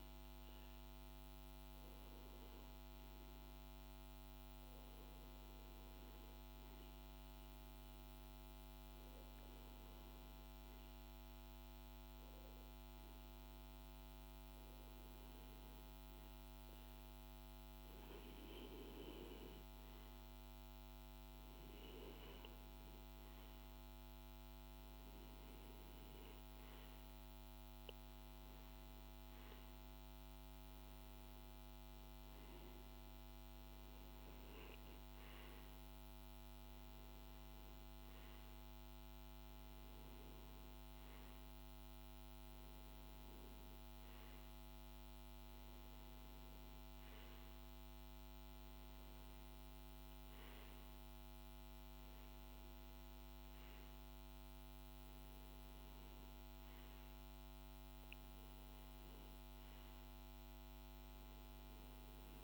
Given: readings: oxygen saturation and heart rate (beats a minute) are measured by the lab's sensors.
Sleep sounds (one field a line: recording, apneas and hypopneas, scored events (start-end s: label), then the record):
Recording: breathing in sleep, hard to hear, by a microphone on the trachea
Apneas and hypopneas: none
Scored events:
none scored
From the record:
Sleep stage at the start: REM sleep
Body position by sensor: on the back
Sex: male